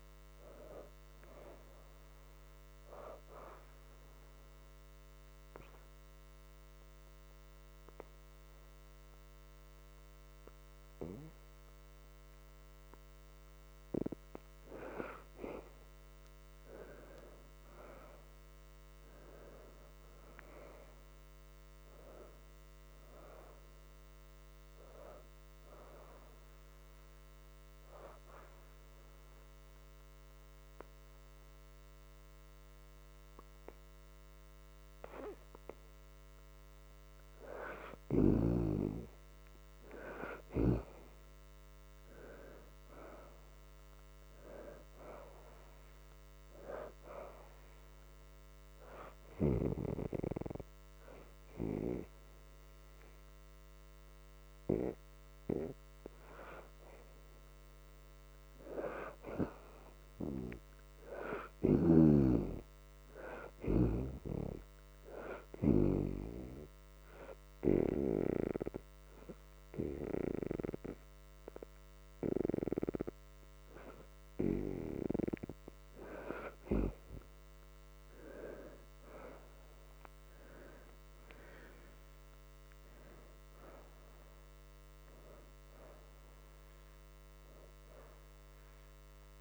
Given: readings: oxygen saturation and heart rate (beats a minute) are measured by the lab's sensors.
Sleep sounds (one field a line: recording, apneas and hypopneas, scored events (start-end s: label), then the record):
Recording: breathing in sleep by a microphone on the trachea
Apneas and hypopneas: 4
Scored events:
1.00-19.00 s: oxygen desaturation (device-marked, oxygen 87% before, 71% lowest, heart rate 73 before, 71 extreme)
3.50-15.00 s: obstructive apnea (oxygen 87% before, 67% lowest, heart rate 74 before, 71 extreme, up 6 after)
18.00-23.50 s: arousal
26.00-42.00 s: oxygen desaturation (device-marked, oxygen 84% before, 67% lowest, heart rate 76 before, 71 extreme)
26.50-36.50 s: obstructive apnea (oxygen 86% before, 66% lowest, heart rate 76 before, 71 extreme, up 4 after)
40.00-44.00 s: arousal
44.00-63.00 s: oxygen desaturation (device-marked, oxygen 88% before, 70% lowest, heart rate 75 before, 73 extreme)
47.50-57.50 s: hypopnea (oxygen 88% before, 65% lowest, heart rate 75 before, 73 extreme, up 2 after)
60.00-64.00 s: arousal
66.00-76.50 s: obstructive apnea (oxygen 88% before, 65% lowest, heart rate 77 before, 72 extreme, up 4 after)
69.00-81.00 s: oxygen desaturation (device-marked, oxygen 84% before, 72% lowest, heart rate 77 before, 72 extreme)
80.00-84.50 s: arousal
From the record:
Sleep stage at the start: N2 (light sleep)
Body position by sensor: on the left side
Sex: female